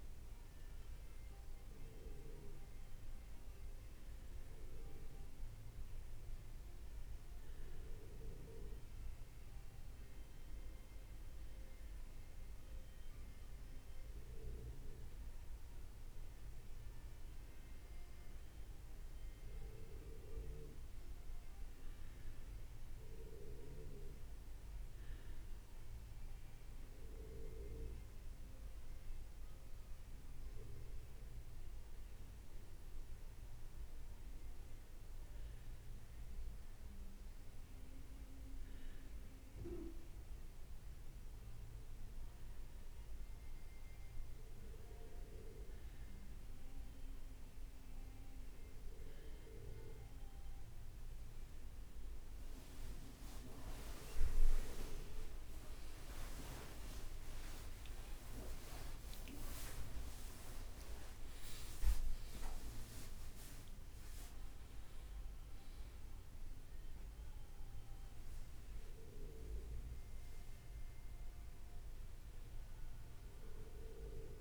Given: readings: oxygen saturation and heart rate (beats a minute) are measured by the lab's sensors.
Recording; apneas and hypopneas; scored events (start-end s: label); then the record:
a person partly awake in a sleep study, by a room microphone; none
54.00-74.41 s: new sleep stage, awake
68.50-70.50 s: leg movement (device-marked)
From the record:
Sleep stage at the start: N1 (lightest sleep); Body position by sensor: on the right side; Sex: male